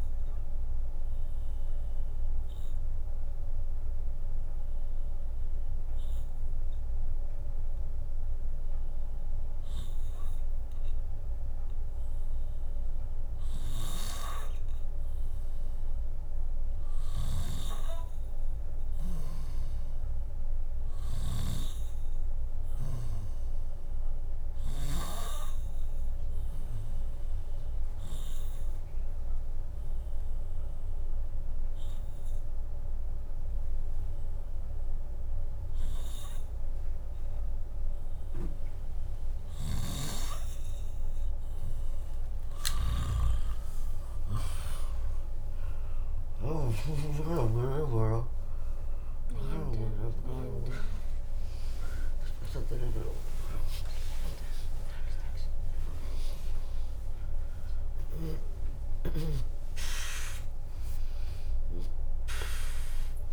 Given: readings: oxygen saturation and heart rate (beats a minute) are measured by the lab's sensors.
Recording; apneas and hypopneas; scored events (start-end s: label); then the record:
breathing in sleep by a room microphone; 2
0.50-12.50 s: drop in pulse transit time (device-marked, heart rate 59 before, 61 extreme)
1.00-11.50 s: obstructive apnea (oxygen 99% before, 95% lowest, heart rate 59 before, 56 extreme)
10.50-22.50 s: bradycardia (device-marked, heart rate 67 before, 56 extreme)
15.50-18.50 s: arousal
16.50-24.50 s: snoring (device-marked)
27.50-31.50 s: drop in pulse transit time (device-marked, heart rate 63 before, 61 extreme)
29.50-40.00 s: hypopnea (oxygen 98% before, 95% lowest, heart rate 61 before, 57 extreme, up 29 after)
35.50-40.50 s: bradycardia (device-marked, heart rate 67 before, 57 extreme)
39.00-46.50 s: snoring (device-marked)
41.50-48.00 s: arousal
45.50-63.33 s: drop in pulse transit time (device-marked, heart rate 66 before, 71 extreme)
50.50-55.50 s: tachycardia (device-marked, heart rate 67 before, 103 extreme)
53.50-55.50 s: long interval between heartbeats (device-marked, heart rate 74 before, 103 extreme)
57.50-59.50 s: tachycardia (device-marked, heart rate 67 before, 103 extreme)
60.00-62.00 s: long interval between heartbeats (device-marked, heart rate 84 before, 99 extreme)
From the record:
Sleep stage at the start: N2 (light sleep); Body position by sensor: on the left side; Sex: female